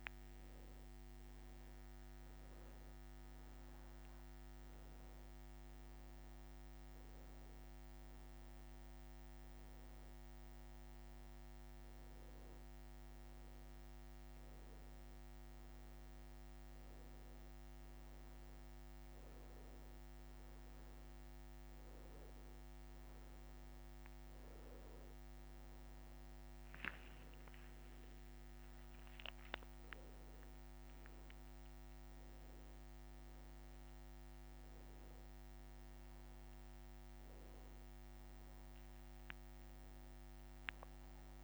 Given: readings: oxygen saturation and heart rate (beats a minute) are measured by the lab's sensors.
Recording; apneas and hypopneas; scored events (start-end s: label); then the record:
a person partly awake in a sleep study, hard to hear, by a microphone on the trachea; none
18.00-41.44 s: new sleep stage, N1 (lightest sleep)
From the record:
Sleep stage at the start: awake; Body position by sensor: on the back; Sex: male